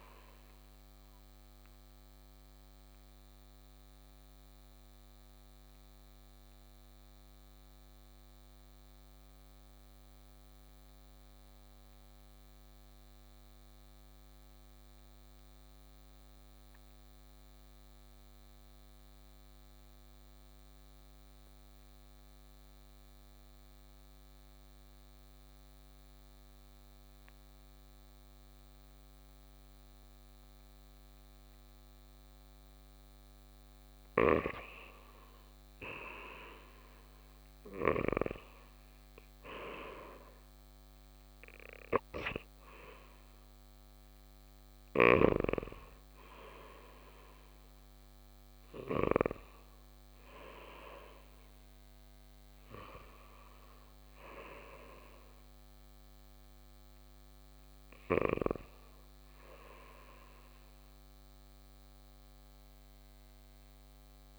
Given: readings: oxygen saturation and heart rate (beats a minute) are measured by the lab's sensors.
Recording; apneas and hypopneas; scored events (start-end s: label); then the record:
breathing in sleep by a microphone on the trachea; 1
1.00-33.50 s: obstructive apnea (oxygen 96% before, 90% lowest, heart rate 62 before, 55 extreme, up 6 after)
26.50-45.50 s: oxygen desaturation (device-marked, oxygen 97% before, 92% lowest, heart rate 57 before, 58 extreme)
34.00-45.50 s: snoring (device-marked)
35.50-39.50 s: arousal
52.50-64.39 s: oxygen desaturation (device-marked, oxygen 93% before, 90% lowest, heart rate 63 before, 58 extreme)
From the record:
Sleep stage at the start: N2 (light sleep); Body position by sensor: on the right side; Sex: male